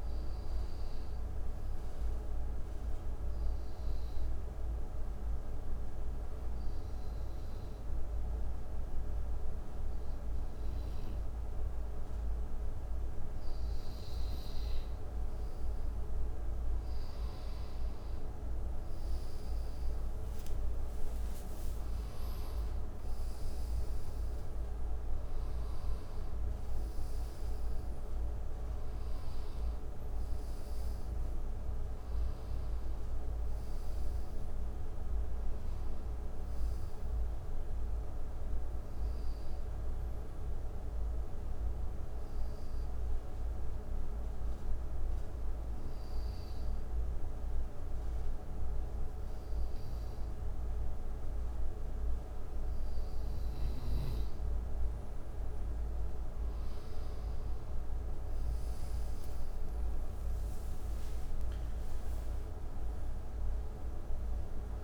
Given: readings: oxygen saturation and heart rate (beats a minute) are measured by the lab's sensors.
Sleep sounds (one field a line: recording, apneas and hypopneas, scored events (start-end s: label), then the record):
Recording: breathing in sleep, hard to hear, by a room microphone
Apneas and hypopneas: 2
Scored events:
2.00-15.00 s: obstructive apnea (oxygen 93% before, 88% lowest, heart rate 75 before, 71 extreme, up 29 after)
20.00-37.00 s: oxygen desaturation (device-marked, oxygen 93% before, 88% lowest, heart rate 73 before, 65 extreme)
20.50-26.50 s: arousal
40.00-55.50 s: hypopnea (oxygen 94% before, 89% lowest, heart rate 84 before, 65 extreme, up 15 after)
56.00-64.83 s: oxygen desaturation (device-marked, oxygen 95% before, 89% lowest, heart rate 68 before, 65 extreme)
58.00-63.50 s: arousal
From the record:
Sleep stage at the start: N2 (light sleep)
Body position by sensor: on the right side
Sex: male